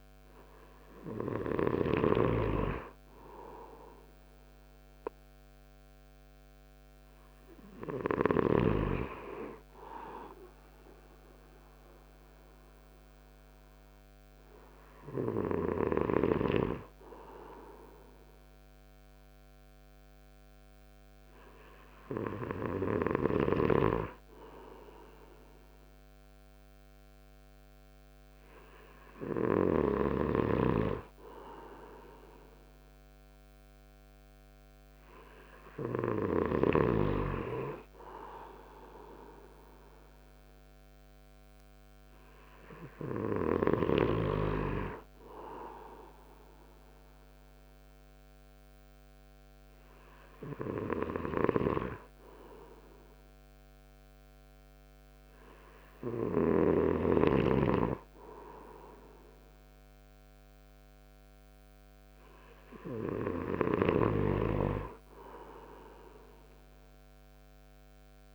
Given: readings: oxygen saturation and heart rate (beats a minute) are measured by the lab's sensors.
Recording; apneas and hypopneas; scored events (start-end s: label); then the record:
breathing in sleep by a microphone on the trachea; none
2.00-8.50 s: snoring (device-marked)
23.50-30.00 s: snoring (device-marked)
From the record:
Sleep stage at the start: N2 (light sleep); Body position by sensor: on the right side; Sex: male